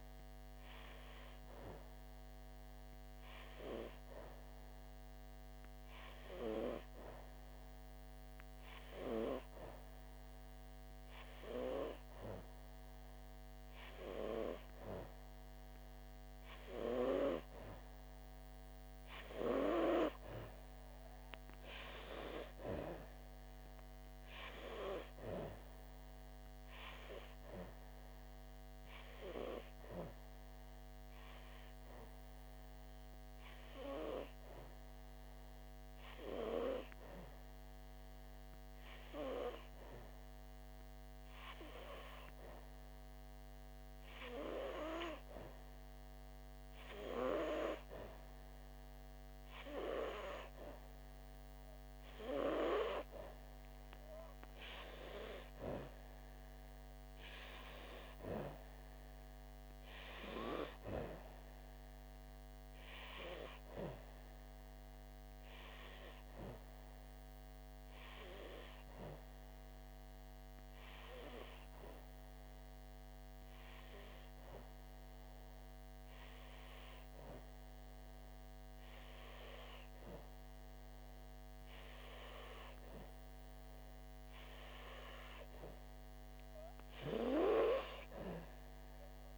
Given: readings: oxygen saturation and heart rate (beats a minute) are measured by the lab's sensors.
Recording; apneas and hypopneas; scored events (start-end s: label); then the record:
breathing in sleep by a microphone on the trachea; 2
29.00-89.38 s: new sleep stage, N2 (light sleep)
33.50-45.50 s: hypopnea (oxygen 95% before, 91% lowest, heart rate 67 before, 64 extreme, up 2 after)
48.00-51.00 s: arousal
57.00-69.00 s: oxygen desaturation (device-marked, oxygen 95% before, 91% lowest, heart rate 65 before, 63 extreme)
72.00-84.50 s: hypopnea (oxygen 95% before, 92% lowest, heart rate 68 before, 63 extreme, up 5 after)
86.00-89.38 s: arousal
From the record:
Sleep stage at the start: N3 (deep sleep); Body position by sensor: on the back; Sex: female